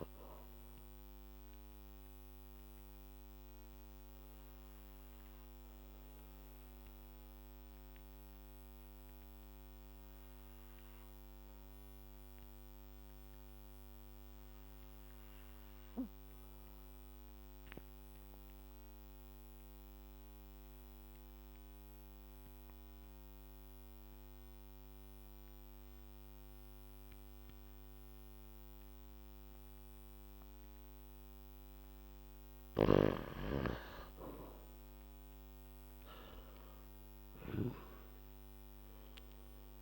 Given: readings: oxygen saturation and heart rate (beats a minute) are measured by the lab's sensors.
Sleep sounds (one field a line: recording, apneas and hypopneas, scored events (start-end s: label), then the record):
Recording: breathing in sleep, hard to hear, by a microphone on the trachea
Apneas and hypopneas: 1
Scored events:
0.00-19.00 s: oxygen desaturation (device-marked, oxygen 88% lowest, heart rate 55 extreme)
1.00-32.00 s: obstructive apnea (oxygen 99% before, 86% lowest, heart rate 61 before, 54 extreme, up 9 after)
34.50-39.81 s: arousal
37.00-39.81 s: oxygen desaturation (device-marked, oxygen 97% before, 86% lowest, heart rate 58 before, 54 extreme)
From the record:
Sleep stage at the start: N2 (light sleep)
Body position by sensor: on the back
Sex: male